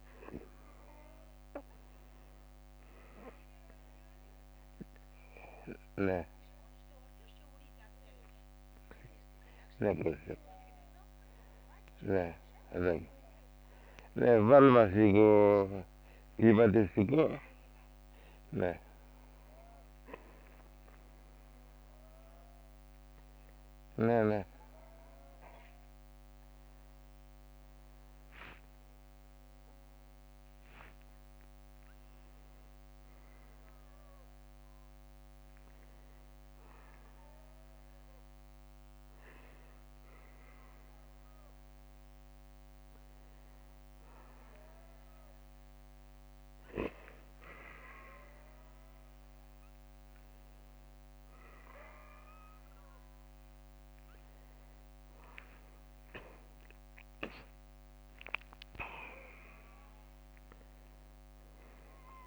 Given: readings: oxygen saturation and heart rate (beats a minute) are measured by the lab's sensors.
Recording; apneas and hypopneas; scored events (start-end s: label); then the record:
a person awake in a sleep study, by a microphone on the trachea; none
12.50-14.50 s: long interval between heartbeats (device-marked, heart rate 45 before, 29 extreme)
17.00-19.00 s: long interval between heartbeats (device-marked, heart rate 47 before, 67 extreme)
30.50-32.50 s: long interval between heartbeats (device-marked, heart rate 58 before, 69 extreme)
49.00-51.00 s: long interval between heartbeats (device-marked, heart rate 67 before, 59 extreme)
55.50-57.50 s: long interval between heartbeats (device-marked, heart rate 64 before, 56 extreme)
58.00-60.00 s: long interval between heartbeats (device-marked, heart rate 62 before, 69 extreme)
From the record:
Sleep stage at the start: awake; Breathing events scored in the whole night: 239 in 3.9 hours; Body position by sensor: on the back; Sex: male